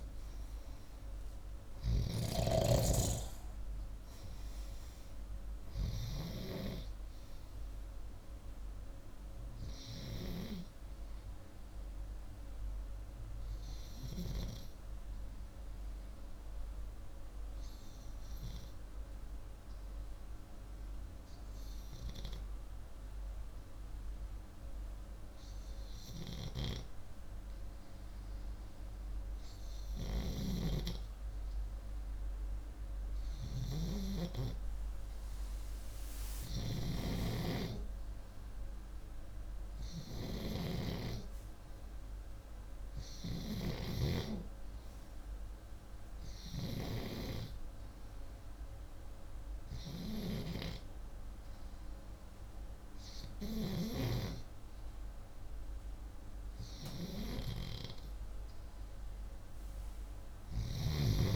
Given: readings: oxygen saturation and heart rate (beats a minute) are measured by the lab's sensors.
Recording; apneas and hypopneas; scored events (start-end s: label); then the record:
breathing in sleep by a room microphone; 1
0.00-2.00 s: snoring (device-marked)
0.00-5.50 s: oxygen desaturation (device-marked, oxygen 88% lowest, heart rate 60 extreme)
6.00-10.50 s: arousal
14.00-26.00 s: hypopnea (oxygen 91% before, 88% lowest, heart rate 66 before, 61 extreme, up 3 after)
27.50-31.50 s: arousal
57.50-61.36 s: new sleep stage, awake
60.00-61.36 s: snoring (device-marked)
From the record:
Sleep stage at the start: N2 (light sleep); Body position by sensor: upright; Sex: male